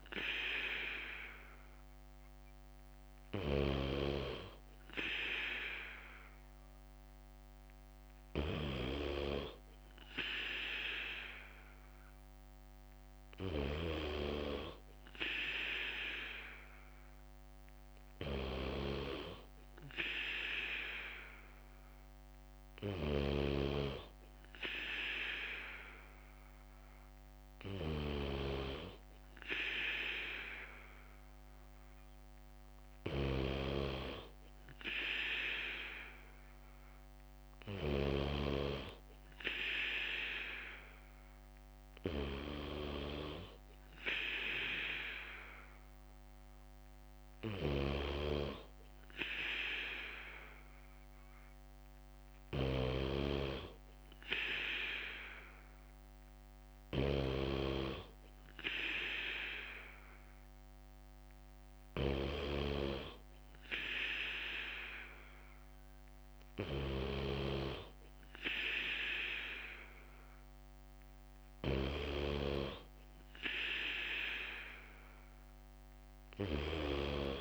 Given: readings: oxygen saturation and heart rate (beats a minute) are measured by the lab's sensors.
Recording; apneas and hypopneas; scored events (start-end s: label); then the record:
breathing in sleep by a microphone on the trachea; none
23.50-25.50 s: bradycardia (device-marked, heart rate 59 before, 61 extreme)
26.50-28.50 s: bradycardia (device-marked, heart rate 59 before, 59 extreme)
56.50-62.50 s: bradycardia (device-marked, heart rate 59 before, 59 extreme)
From the record:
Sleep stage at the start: N3 (deep sleep); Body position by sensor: on the back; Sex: male